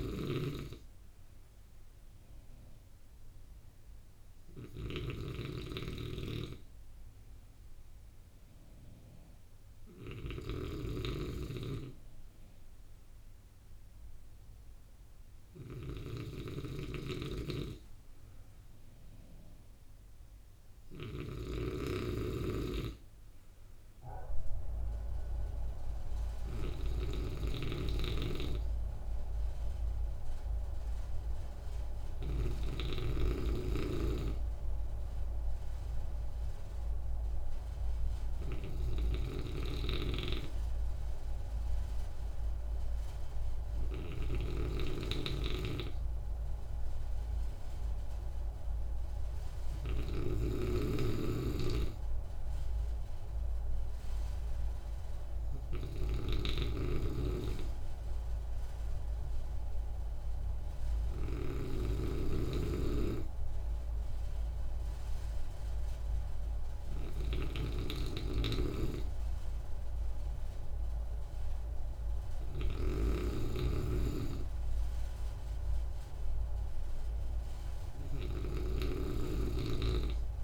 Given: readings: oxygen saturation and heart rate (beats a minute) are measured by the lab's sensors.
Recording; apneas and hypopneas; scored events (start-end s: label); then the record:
breathing in sleep by a room microphone; none
0.00-32.50 s: snoring (device-marked)
38.50-78.50 s: snoring (device-marked)
From the record:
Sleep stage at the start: N2 (light sleep); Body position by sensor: on the right side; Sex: male